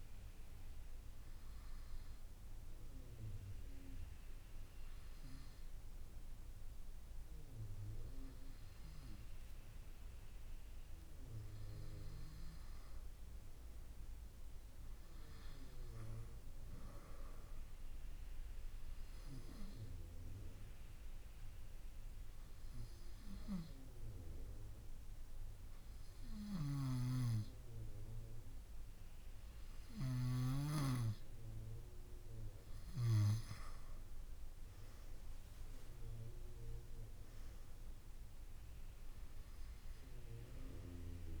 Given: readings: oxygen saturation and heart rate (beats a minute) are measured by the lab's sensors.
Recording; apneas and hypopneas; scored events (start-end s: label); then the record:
breathing in sleep by a room microphone; 1
21.00-31.50 s: hypopnea (oxygen 97% before, 94% lowest)
34.50-36.50 s: arousal
From the record:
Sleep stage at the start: N2 (light sleep); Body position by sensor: on the right side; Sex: female